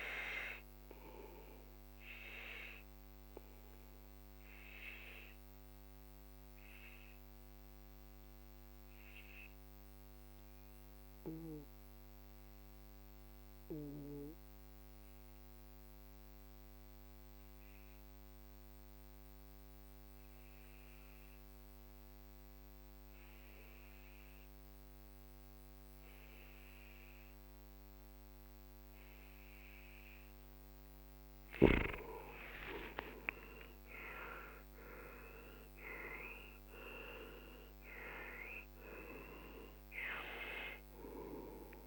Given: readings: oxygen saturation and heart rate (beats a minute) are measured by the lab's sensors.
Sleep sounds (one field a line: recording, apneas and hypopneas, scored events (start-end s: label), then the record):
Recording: breathing in sleep by a microphone on the trachea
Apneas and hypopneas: 1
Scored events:
0.00-13.00 s: oxygen desaturation (device-marked, oxygen 89% lowest, heart rate 45 extreme)
1.50-30.50 s: obstructive apnea (oxygen 97% before, 89% lowest, heart rate 56 before, 42 extreme, up 12 after)
27.00-41.87 s: oxygen desaturation (device-marked, oxygen 97% before, 90% lowest, heart rate 48 before, 42 extreme)
32.00-37.00 s: arousal
From the record:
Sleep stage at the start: N2 (light sleep)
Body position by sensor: on the back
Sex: male